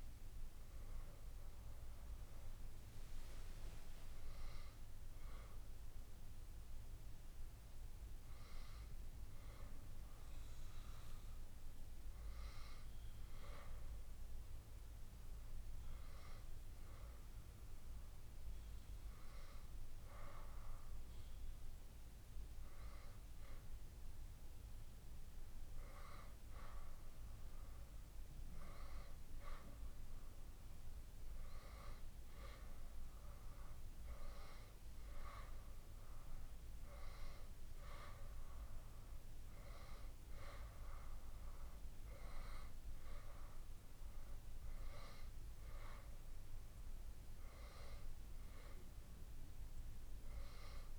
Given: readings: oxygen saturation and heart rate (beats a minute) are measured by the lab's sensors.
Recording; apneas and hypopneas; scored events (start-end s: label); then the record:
breathing in sleep by a room microphone; none
none scored
From the record:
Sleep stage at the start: N2 (light sleep); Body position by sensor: on the back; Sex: female